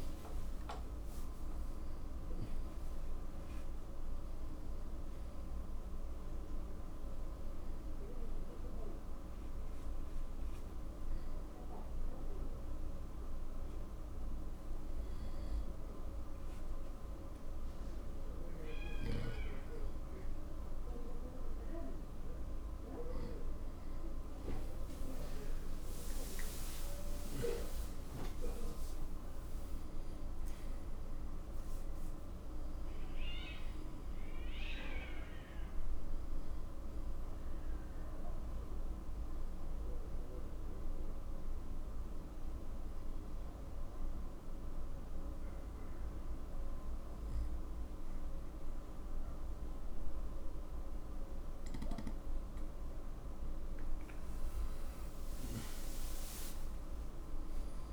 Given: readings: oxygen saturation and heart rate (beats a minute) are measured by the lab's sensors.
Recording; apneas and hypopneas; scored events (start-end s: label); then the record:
breathing in sleep, hard to hear, by a room microphone; 2
3.00-7.00 s: arousal
9.00-21.50 s: hypopnea (oxygen 94% before, 92% lowest, heart rate 86 before, 72 extreme, up 20 after)
19.50-57.93 s: new sleep stage, N2 (light sleep)
25.50-31.50 s: arousal
37.00-53.00 s: obstructive apnea (oxygen 94% before, 91% lowest, heart rate 84 before, 62 extreme, up 4 after)
56.50-57.93 s: arousal
From the record:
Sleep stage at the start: N1 (lightest sleep); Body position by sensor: on the right side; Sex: male